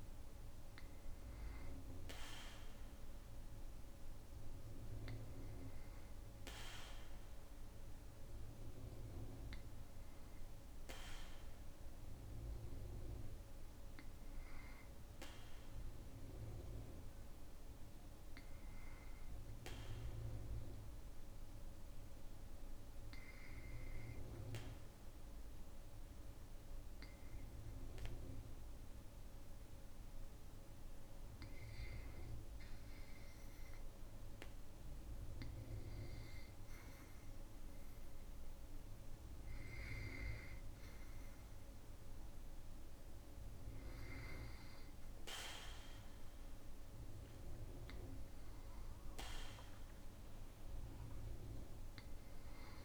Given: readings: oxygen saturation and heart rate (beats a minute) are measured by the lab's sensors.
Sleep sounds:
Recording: breathing in sleep by a room microphone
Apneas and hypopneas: 1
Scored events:
19.50-34.50 s: hypopnea (oxygen 97% before, 95% lowest, heart rate 54 before, 54 extreme, up 2 after)
36.50-39.50 s: arousal
From the record:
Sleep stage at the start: N2 (light sleep)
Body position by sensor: on the back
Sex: male

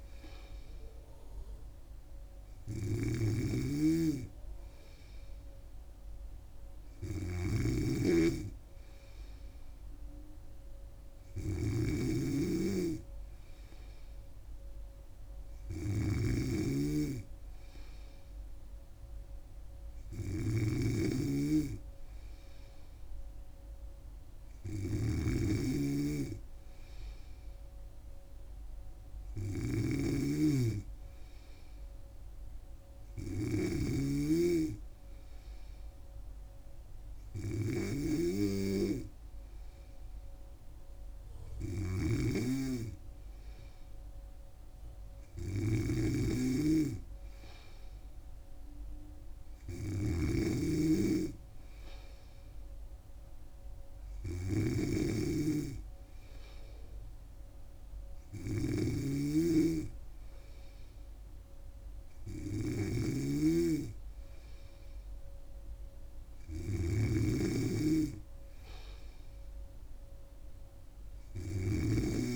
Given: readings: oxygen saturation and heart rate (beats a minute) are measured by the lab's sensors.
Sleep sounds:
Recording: breathing in sleep by a room microphone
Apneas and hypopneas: none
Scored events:
0.00-72.36 s: snoring (device-marked)
From the record:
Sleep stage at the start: N3 (deep sleep)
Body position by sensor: on the back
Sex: female

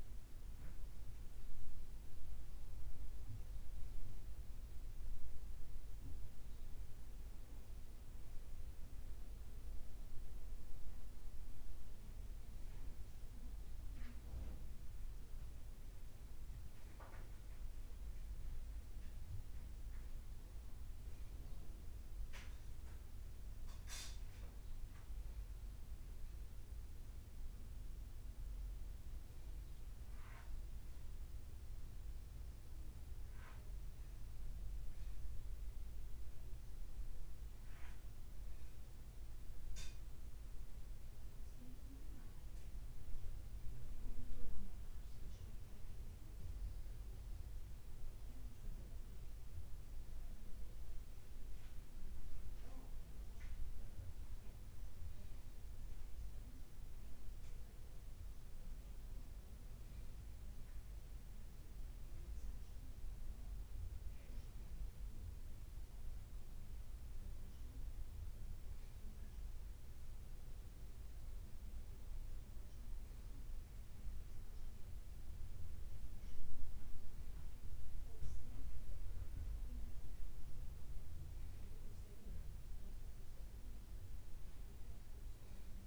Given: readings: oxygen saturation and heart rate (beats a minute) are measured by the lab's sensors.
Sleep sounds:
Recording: breathing in sleep, hard to hear, by a room microphone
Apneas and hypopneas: 1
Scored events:
30.50-35.00 s: arousal
39.50-53.00 s: mixed apnea (oxygen 97% before, 94% lowest, heart rate 59 before, 53 extreme, up 2 after)
54.50-59.00 s: arousal
70.50-85.87 s: new sleep stage, N1 (lightest sleep)
From the record:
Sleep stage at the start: N2 (light sleep)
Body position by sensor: on the back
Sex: male

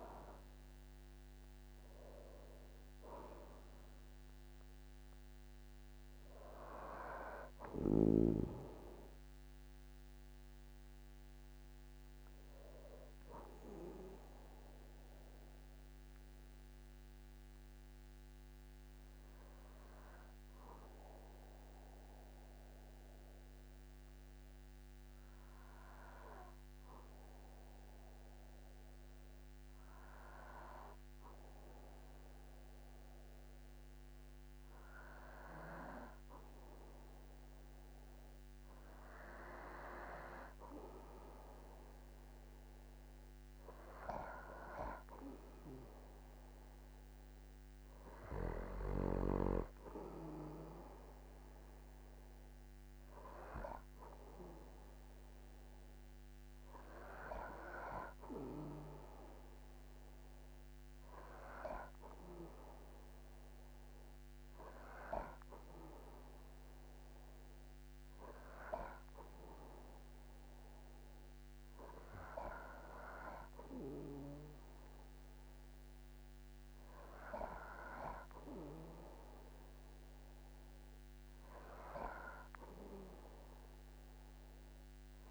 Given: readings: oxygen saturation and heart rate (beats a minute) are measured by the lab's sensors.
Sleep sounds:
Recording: breathing in sleep by a microphone on the trachea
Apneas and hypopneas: 1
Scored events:
0.00-26.50 s: oxygen desaturation (device-marked, oxygen 93% lowest, heart rate 46 extreme)
14.50-35.50 s: obstructive apnea (oxygen 99% before, 93% lowest, heart rate 55 before, 46 extreme, up 3 after)
40.00-43.50 s: arousal
41.50-61.50 s: oxygen desaturation (device-marked, oxygen 98% before, 93% lowest, heart rate 48 before, 47 extreme)
From the record:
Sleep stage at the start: N2 (light sleep)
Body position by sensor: on the back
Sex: male

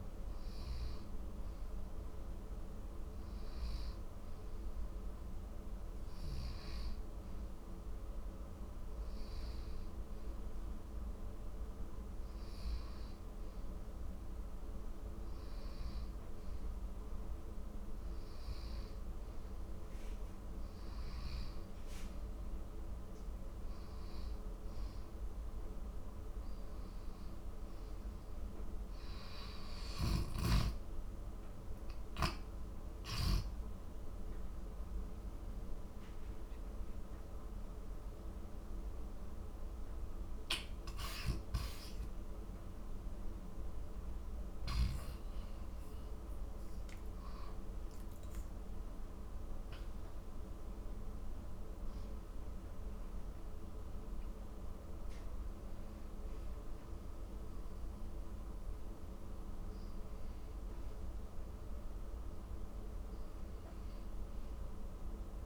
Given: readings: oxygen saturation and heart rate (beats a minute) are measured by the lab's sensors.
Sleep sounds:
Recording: a person partly awake in a sleep study, hard to hear, by a room microphone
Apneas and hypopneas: none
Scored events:
31.00-61.00 s: new sleep stage, awake
61.00-65.46 s: new sleep stage, N1 (lightest sleep)
From the record:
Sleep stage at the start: N1 (lightest sleep)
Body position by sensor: on the back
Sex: male

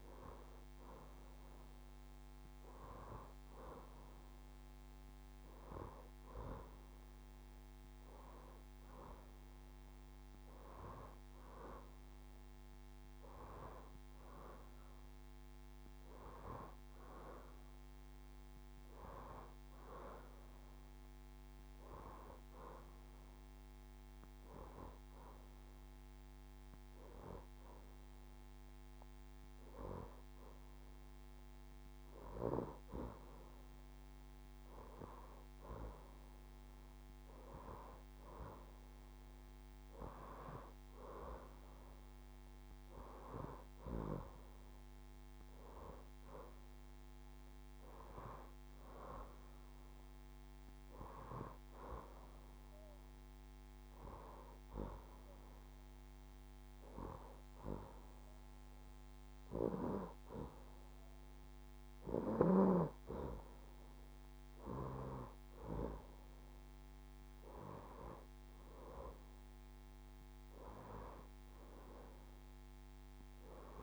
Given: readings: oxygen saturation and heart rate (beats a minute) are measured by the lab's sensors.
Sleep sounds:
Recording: breathing in sleep by a microphone on the trachea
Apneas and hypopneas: none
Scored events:
45.00-47.00 s: long interval between heartbeats (device-marked, heart rate 71 before, 74 extreme)
From the record:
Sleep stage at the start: N2 (light sleep)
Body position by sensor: on the left side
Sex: female

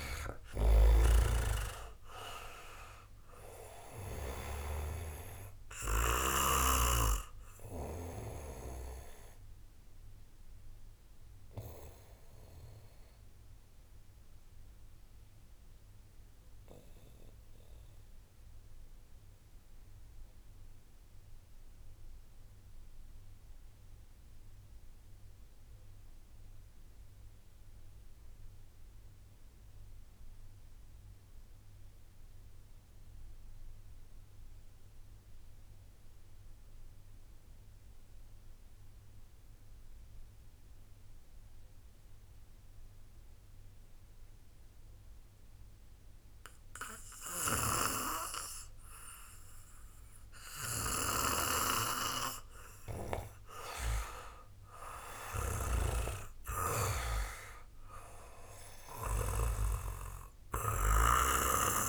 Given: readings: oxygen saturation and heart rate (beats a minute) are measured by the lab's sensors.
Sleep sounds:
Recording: breathing in sleep by a room microphone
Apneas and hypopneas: 1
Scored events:
0.00-2.50 s: arousal
0.00-6.00 s: snoring (device-marked)
0.00-25.00 s: oxygen desaturation (device-marked, oxygen 83% lowest, heart rate 31 extreme)
10.50-51.50 s: mixed apnea (oxygen 94% before, 83% lowest, heart rate 49 before, 34 extreme, up 1 after)
48.00-61.89 s: oxygen desaturation (device-marked, oxygen 96% before, 87% lowest)
53.50-57.50 s: arousal
55.00-61.00 s: snoring (device-marked)
From the record:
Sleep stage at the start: REM sleep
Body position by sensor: on the back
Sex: male

